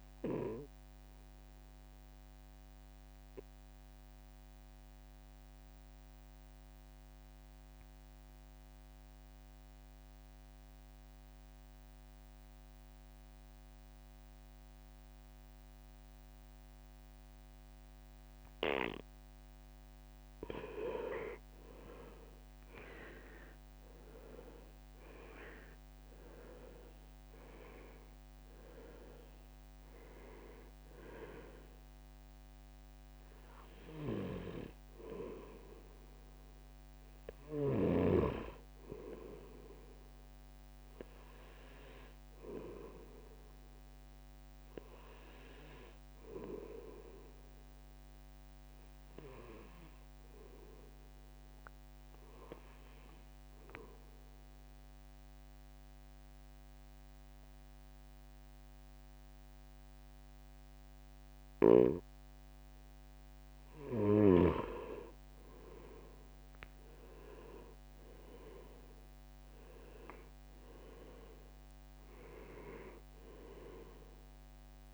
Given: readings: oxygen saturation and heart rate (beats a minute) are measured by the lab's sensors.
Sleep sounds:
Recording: breathing in sleep by a microphone on the trachea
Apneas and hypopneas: 2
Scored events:
0.50-20.00 s: obstructive apnea (oxygen 98% before, 91% lowest, heart rate 69 before, 65 extreme, up 8 after)
16.00-45.00 s: oxygen desaturation (device-marked, oxygen 98% before, 91% lowest, heart rate 66 before, 66 extreme)
21.00-35.00 s: drop in pulse transit time (device-marked, heart rate 66 before, 67 extreme)
21.50-25.50 s: arousal
47.00-50.50 s: arousal
54.50-65.00 s: obstructive apnea (oxygen 98% before, 92% lowest, heart rate 67 before, 66 extreme, up 5 after)
65.00-74.94 s: drop in pulse transit time (device-marked, heart rate 68 before, 70 extreme)
67.00-70.50 s: arousal
71.00-74.94 s: oxygen desaturation (device-marked, oxygen 97% before, 94% lowest, heart rate 69 before, 61 extreme)
From the record:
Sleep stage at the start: N2 (light sleep)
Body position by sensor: on the right side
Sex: male

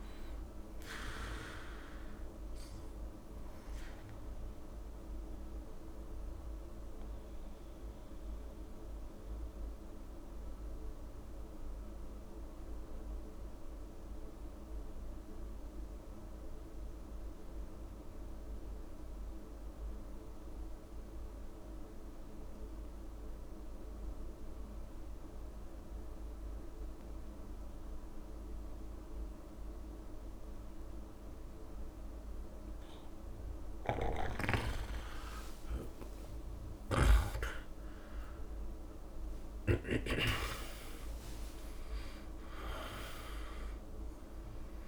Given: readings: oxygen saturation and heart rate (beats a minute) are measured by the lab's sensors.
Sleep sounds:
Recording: breathing in sleep by a room microphone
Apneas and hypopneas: 1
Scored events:
0.00-16.50 s: oxygen desaturation (device-marked, oxygen 84% lowest, heart rate 56 extreme)
2.00-4.00 s: long interval between heartbeats (device-marked, heart rate 74 before, 84 extreme)
2.50-33.50 s: mixed apnea (oxygen 98% before, 84% lowest, heart rate 75 before, 66 extreme, up 13 after)
33.50-40.00 s: snoring (device-marked)
33.50-44.88 s: oxygen desaturation (device-marked, oxygen 99% before, 85% lowest)
36.50-42.00 s: arousal
From the record:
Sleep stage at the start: N2 (light sleep)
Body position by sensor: on the back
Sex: male

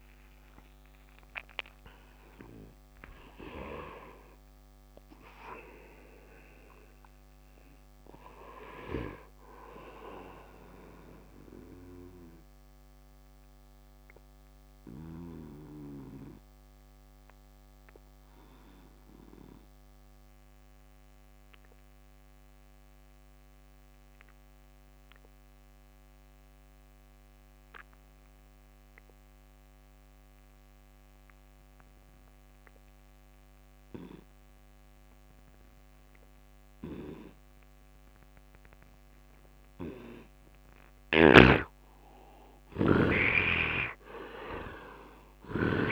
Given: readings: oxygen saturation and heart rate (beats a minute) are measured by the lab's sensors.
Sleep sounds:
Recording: breathing in sleep by a microphone on the trachea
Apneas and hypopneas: 1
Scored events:
0.00-15.50 s: oxygen desaturation (device-marked, oxygen 72% lowest, heart rate 69 extreme)
11.00-41.50 s: obstructive apnea (oxygen 92% before, 72% lowest, heart rate 84 before, 69 extreme, up 10 after)
19.50-45.92 s: new sleep stage, N2 (light sleep)
31.50-45.92 s: oxygen desaturation (device-marked, oxygen 99% before, 74% lowest, heart rate 71 before, 74 extreme)
41.00-45.92 s: snoring (device-marked)
43.50-45.92 s: arousal
From the record:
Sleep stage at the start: N1 (lightest sleep)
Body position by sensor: on the right side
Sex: male

